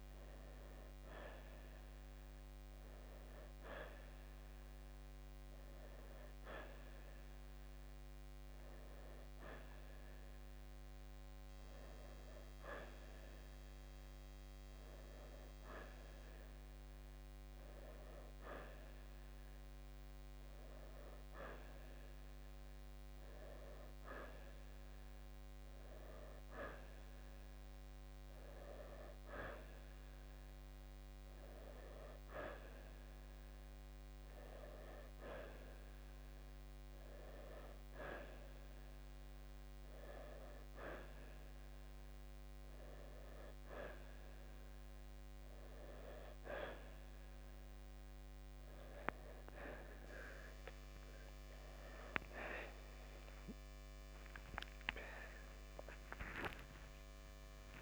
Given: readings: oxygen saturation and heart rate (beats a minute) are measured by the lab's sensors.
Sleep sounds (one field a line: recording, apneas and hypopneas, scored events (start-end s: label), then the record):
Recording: breathing in sleep by a microphone on the trachea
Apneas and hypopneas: none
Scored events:
35.00-57.82 s: new sleep stage, N2 (light sleep)
56.00-57.82 s: arousal
From the record:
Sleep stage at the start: N1 (lightest sleep)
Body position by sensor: on the right side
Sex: male